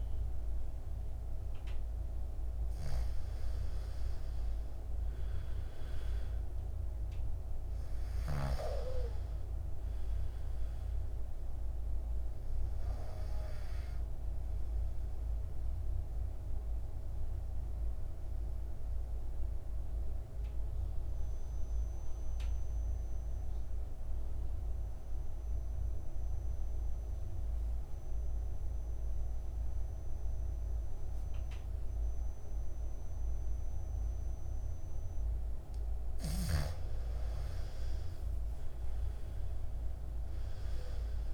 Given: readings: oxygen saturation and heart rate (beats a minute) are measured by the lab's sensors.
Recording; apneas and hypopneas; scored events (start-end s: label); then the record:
breathing in sleep, hard to hear, by a room microphone; 1
0.00-6.50 s: oxygen desaturation (device-marked, oxygen 88% lowest, heart rate 50 extreme)
8.50-12.00 s: arousal
14.50-36.50 s: oxygen desaturation (device-marked, oxygen 98% before, 88% lowest, heart rate 55 before, 50 extreme)
15.00-37.00 s: mixed apnea (oxygen 98% before, 88% lowest, heart rate 55 before, 50 extreme, up 10 after)
39.50-41.34 s: arousal
From the record:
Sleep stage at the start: N2 (light sleep); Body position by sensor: on the back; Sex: male